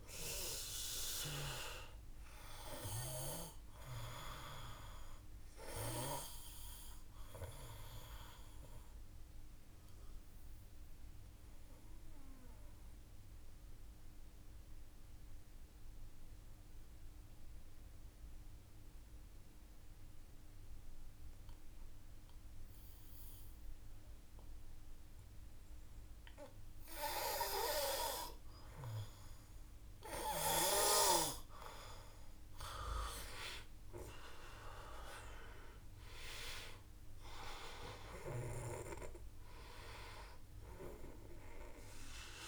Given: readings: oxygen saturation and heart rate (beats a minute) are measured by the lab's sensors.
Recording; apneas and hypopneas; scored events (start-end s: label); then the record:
breathing in sleep by a room microphone; 1
0.00-15.50 s: oxygen desaturation (device-marked, oxygen 89% lowest, heart rate 51 extreme)
6.50-27.00 s: obstructive apnea (oxygen 96% before, 89% lowest, heart rate 55 before, 51 extreme, up 2 after)
30.00-32.50 s: arousal
34.50-42.48 s: oxygen desaturation (device-marked, oxygen 97% before, 91% lowest, heart rate 54 before, 51 extreme)
From the record:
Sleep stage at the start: N2 (light sleep); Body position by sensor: on the back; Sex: male